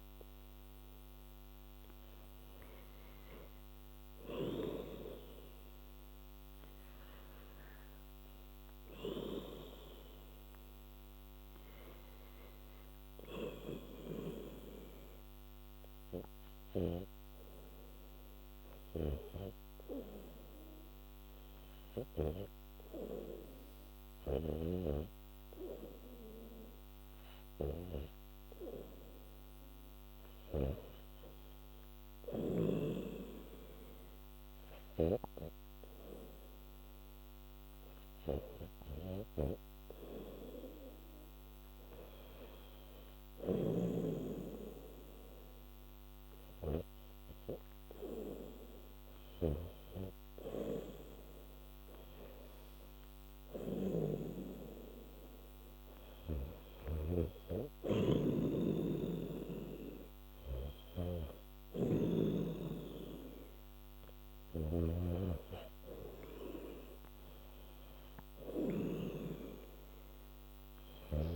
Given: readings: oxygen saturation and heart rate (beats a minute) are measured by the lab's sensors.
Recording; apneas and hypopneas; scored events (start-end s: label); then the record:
breathing in sleep by a microphone on the trachea; 1
15.00-40.50 s: hypopnea (oxygen 96% before, 90% lowest, heart rate 80 before, 64 extreme, up 12 after)
41.00-62.00 s: oxygen desaturation (device-marked, oxygen 95% before, 90% lowest, heart rate 73 before, 75 extreme)
42.50-46.50 s: arousal
53.50-69.00 s: snoring (device-marked)
From the record:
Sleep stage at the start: REM sleep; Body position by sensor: on the back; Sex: female